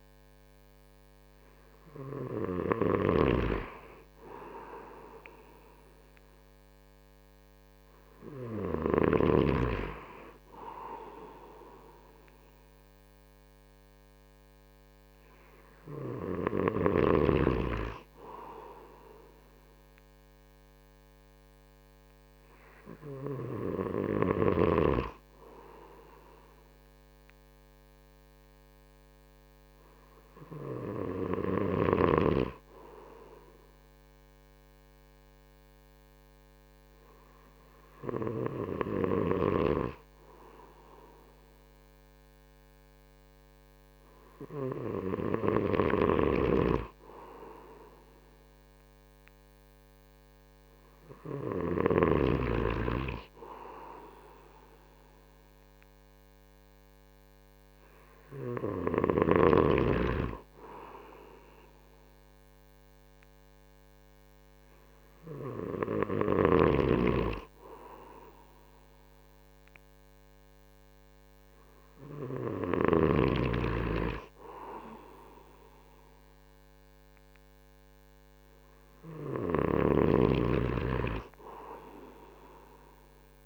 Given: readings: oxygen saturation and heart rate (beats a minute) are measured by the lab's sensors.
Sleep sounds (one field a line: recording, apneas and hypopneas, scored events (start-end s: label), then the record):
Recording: breathing in sleep by a microphone on the trachea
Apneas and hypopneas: none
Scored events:
3.00-9.00 s: snoring (device-marked)
46.00-52.50 s: snoring (device-marked)
From the record:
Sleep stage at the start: N3 (deep sleep)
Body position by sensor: on the right side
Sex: male